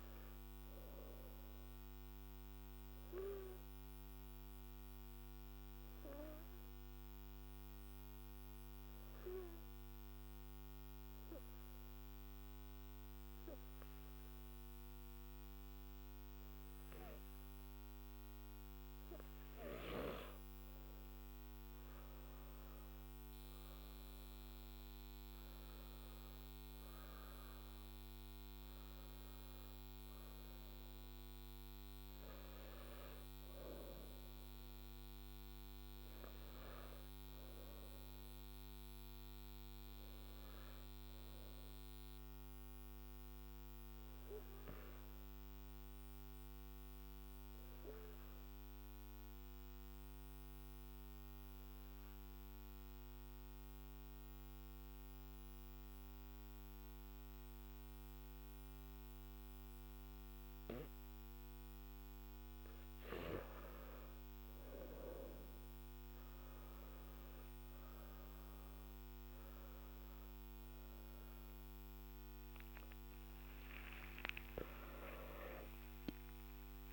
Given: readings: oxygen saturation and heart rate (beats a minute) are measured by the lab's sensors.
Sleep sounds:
breathing in sleep by a microphone on the trachea; 2
0.00-7.50 s: oxygen desaturation (device-marked, oxygen 91% lowest, heart rate 51 extreme)
2.00-21.00 s: obstructive apnea (oxygen 98% before, 91% lowest, heart rate 56 before, 51 extreme, up 8 after)
21.50-37.50 s: oxygen desaturation (device-marked, oxygen 98% before, 92% lowest, heart rate 53 before, 49 extreme)
43.00-63.50 s: obstructive apnea (oxygen 98% before, 90% lowest, heart rate 55 before, 50 extreme, up 8 after)
64.50-76.93 s: oxygen desaturation (device-marked, oxygen 98% before, 90% lowest, heart rate 53 before, 49 extreme)
From the record:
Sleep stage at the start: N2 (light sleep); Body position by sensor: on the back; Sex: male

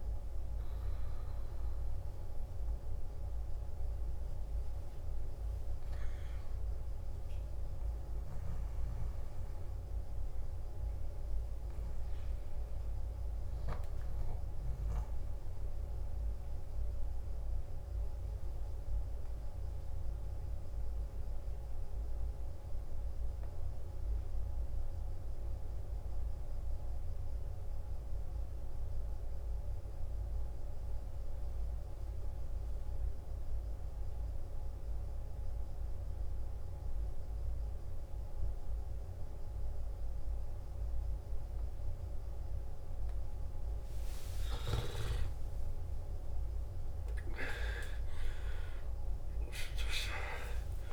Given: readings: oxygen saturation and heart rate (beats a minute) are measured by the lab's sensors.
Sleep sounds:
breathing in sleep, hard to hear, by a room microphone; 1
0.00-8.50 s: oxygen desaturation (device-marked, oxygen 87% lowest, heart rate 53 extreme)
17.50-50.93 s: new sleep stage, N2 (light sleep)
18.50-45.00 s: mixed apnea (oxygen 99% before, 89% lowest, heart rate 58 before, 53 extreme, up 14 after)
36.50-50.93 s: oxygen desaturation (device-marked, oxygen 98% before, 91% lowest, heart rate 55 before, 57 extreme)
From the record:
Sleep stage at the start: N1 (lightest sleep); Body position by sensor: on the back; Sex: male

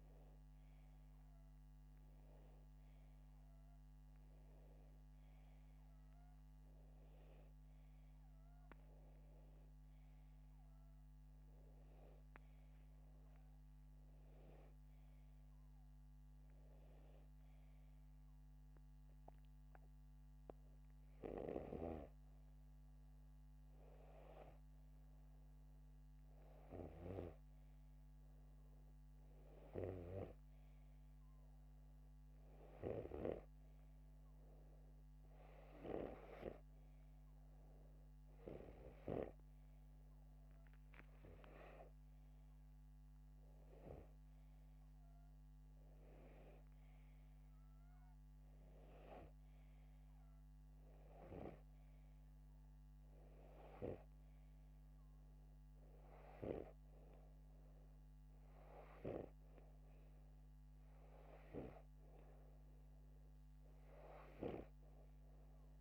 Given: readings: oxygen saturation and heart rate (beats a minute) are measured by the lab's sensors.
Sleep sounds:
breathing in sleep by a microphone on the trachea; none
none scored
From the record:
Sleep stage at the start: N2 (light sleep); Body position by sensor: upright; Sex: male

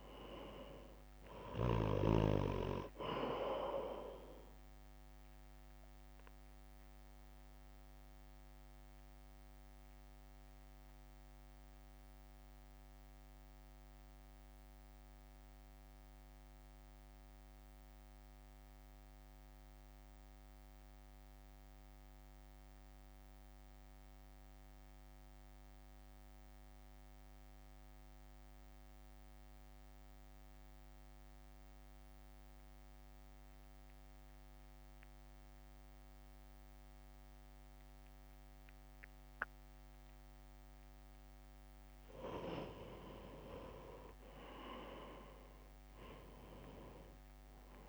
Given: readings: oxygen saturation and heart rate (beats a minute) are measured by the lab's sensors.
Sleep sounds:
breathing in sleep by a microphone on the trachea; 1
0.00-1.50 s: arousal
0.00-14.00 s: drop in pulse transit time (device-marked, heart rate 62 before, 49 extreme)
0.00-28.00 s: oxygen desaturation (device-marked, oxygen 89% lowest, heart rate 49 extreme)
6.00-41.50 s: mixed apnea (oxygen 98% before, 87% lowest, heart rate 60 before, 52 extreme, up 4 after)
43.00-47.89 s: oxygen desaturation (device-marked, oxygen 97% before, 87% lowest, heart rate 61 before, 52 extreme)
44.00-47.00 s: arousal
From the record:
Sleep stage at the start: N2 (light sleep); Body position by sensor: on the right side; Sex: male

